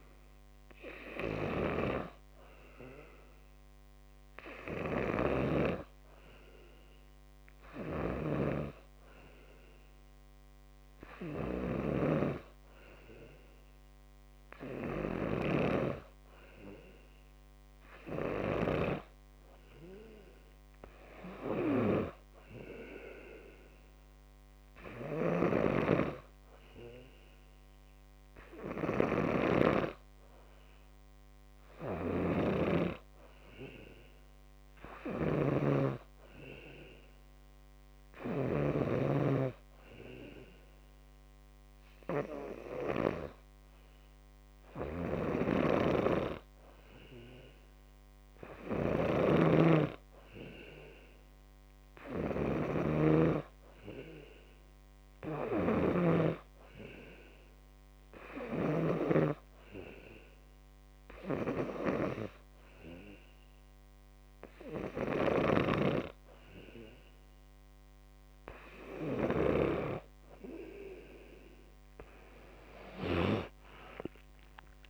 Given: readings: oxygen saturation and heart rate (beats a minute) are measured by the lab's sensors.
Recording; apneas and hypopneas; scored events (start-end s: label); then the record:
breathing in sleep by a microphone on the trachea; 1
32.50-39.00 s: snoring (device-marked)
49.50-59.50 s: snoring (device-marked)
57.50-68.50 s: hypopnea (oxygen 95% before, 92% lowest, heart rate 56 before, 55 extreme, up 17 after)
72.50-74.90 s: arousal
From the record:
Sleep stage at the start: N2 (light sleep); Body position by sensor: on the back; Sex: male